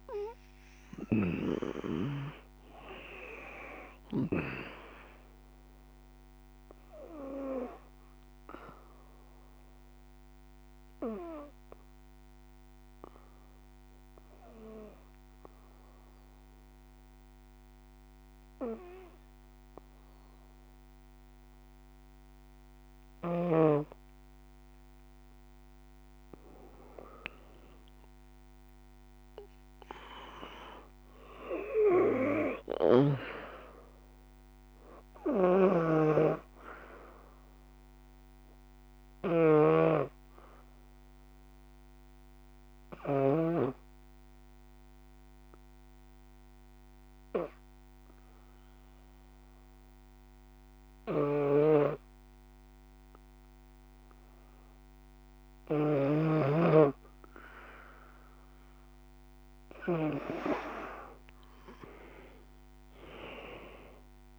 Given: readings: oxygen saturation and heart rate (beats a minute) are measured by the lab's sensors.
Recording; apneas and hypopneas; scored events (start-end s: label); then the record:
breathing in sleep by a microphone on the trachea; 2
0.00-3.50 s: snoring (device-marked)
0.00-26.50 s: oxygen desaturation (device-marked, oxygen 85% lowest, heart rate 53 extreme)
6.50-24.00 s: obstructive apnea (oxygen 98% before, 85% lowest, heart rate 61 before, 53 extreme, up 9 after)
26.00-29.50 s: arousal
34.00-42.50 s: snoring (device-marked)
38.50-54.50 s: oxygen desaturation (device-marked, oxygen 96% before, 86% lowest, heart rate 60 before, 52 extreme)
39.00-58.00 s: obstructive apnea (oxygen 96% before, 84% lowest, heart rate 60 before, 52 extreme, up 9 after)
50.00-59.00 s: snoring (device-marked)
60.50-64.39 s: arousal
From the record:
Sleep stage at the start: N2 (light sleep); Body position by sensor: on the back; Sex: female